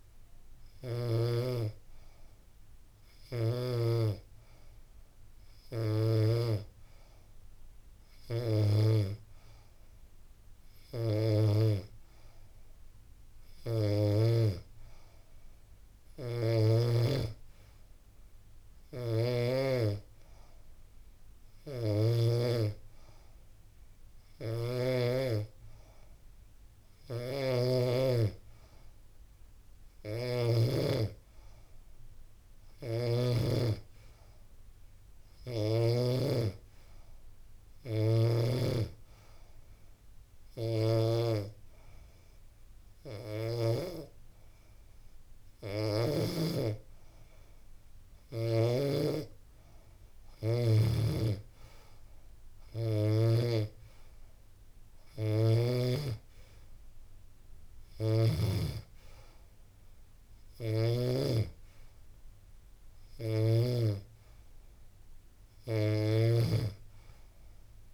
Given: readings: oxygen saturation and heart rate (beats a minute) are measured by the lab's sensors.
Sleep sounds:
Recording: breathing in sleep by a room microphone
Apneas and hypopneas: 1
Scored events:
18.00-30.00 s: snoring (device-marked)
32.00-35.50 s: snoring (device-marked)
39.00-50.50 s: hypopnea (oxygen 93% before, 89% lowest, heart rate 86 before, 86 extreme, up 1 after)
47.50-52.50 s: snoring (device-marked)
51.50-55.00 s: arousal
53.00-62.00 s: oxygen desaturation (device-marked, oxygen 92% before, 89% lowest, heart rate 87 before, 84 extreme)
57.00-60.50 s: snoring (device-marked)
65.00-67.93 s: snoring (device-marked)
From the record:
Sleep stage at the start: N2 (light sleep)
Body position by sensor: on the back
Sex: female

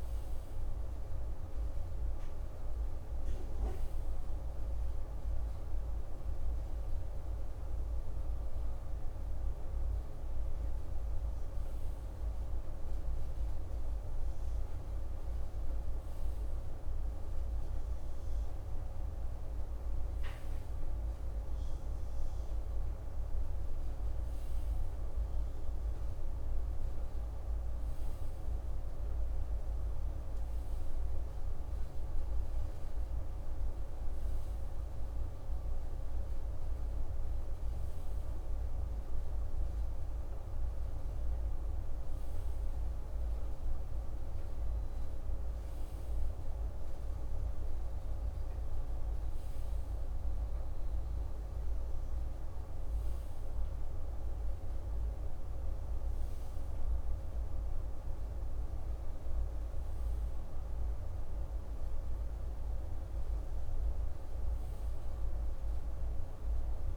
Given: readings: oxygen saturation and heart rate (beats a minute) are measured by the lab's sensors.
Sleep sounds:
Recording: breathing in sleep, hard to hear, by a room microphone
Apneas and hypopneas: none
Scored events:
none scored
From the record:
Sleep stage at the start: REM sleep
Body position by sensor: on the right side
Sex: male

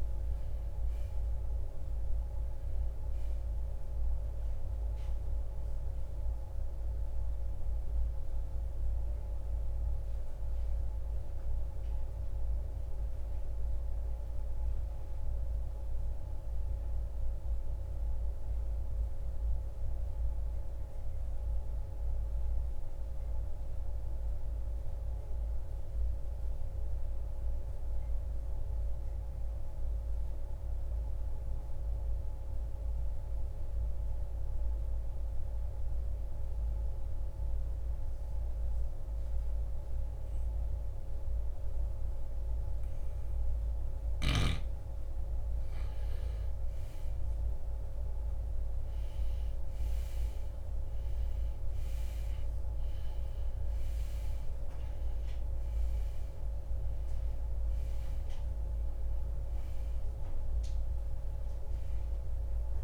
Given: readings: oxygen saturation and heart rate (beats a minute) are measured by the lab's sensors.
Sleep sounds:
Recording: breathing in sleep, hard to hear, by a room microphone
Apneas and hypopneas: 1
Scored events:
0.00-26.50 s: oxygen desaturation (device-marked, oxygen 79% lowest, heart rate 53 extreme)
12.50-44.00 s: obstructive apnea (oxygen 94% before, 79% lowest, heart rate 81 before, 53 extreme, up 4 after)
45.50-49.50 s: arousal
48.50-62.84 s: oxygen desaturation (device-marked, oxygen 97% before, 80% lowest, heart rate 61 before, 49 extreme)
From the record:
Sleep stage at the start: REM sleep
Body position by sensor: on the right side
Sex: male

